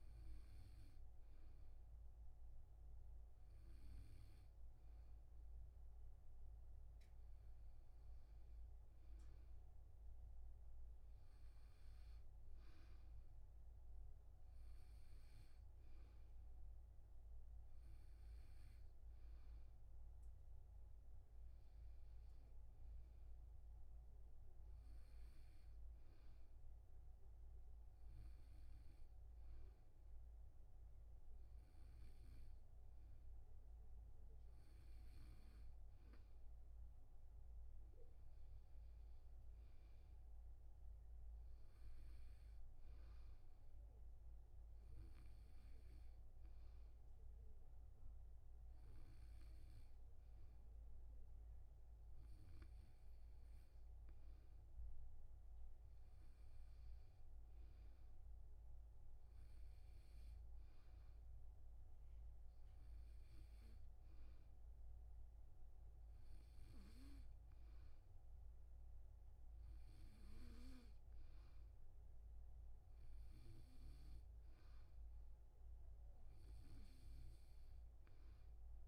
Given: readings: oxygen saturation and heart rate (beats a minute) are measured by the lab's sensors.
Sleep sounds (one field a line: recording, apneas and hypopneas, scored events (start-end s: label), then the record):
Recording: breathing in sleep, hard to hear, by a room microphone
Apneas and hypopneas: 2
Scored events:
22.50-33.50 s: hypopnea (oxygen 96% before, 92% lowest, heart rate 78 before, 77 extreme, up 4 after)
38.50-41.50 s: arousal
44.00-57.50 s: hypopnea (oxygen 96% before, 92% lowest, heart rate 79 before, 78 extreme, up 2 after)
59.00-62.50 s: arousal
From the record:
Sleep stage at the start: N2 (light sleep)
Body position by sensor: on the back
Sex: male